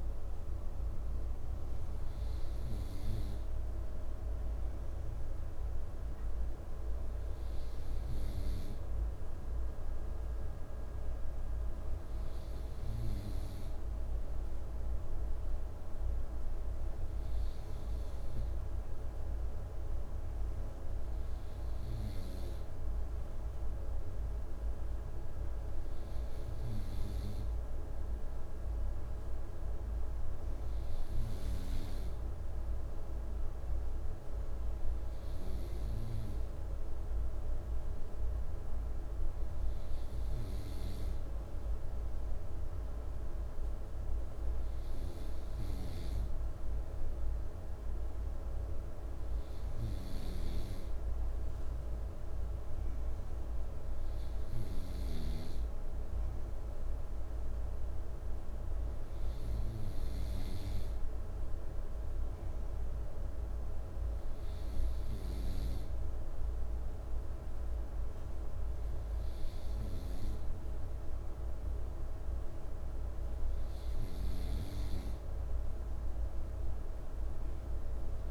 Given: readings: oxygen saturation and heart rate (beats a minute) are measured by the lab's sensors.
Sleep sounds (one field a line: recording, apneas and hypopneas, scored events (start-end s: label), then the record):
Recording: breathing in sleep, hard to hear, by a room microphone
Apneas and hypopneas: none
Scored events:
none scored
From the record:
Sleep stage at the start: N2 (light sleep)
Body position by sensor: on the right side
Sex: male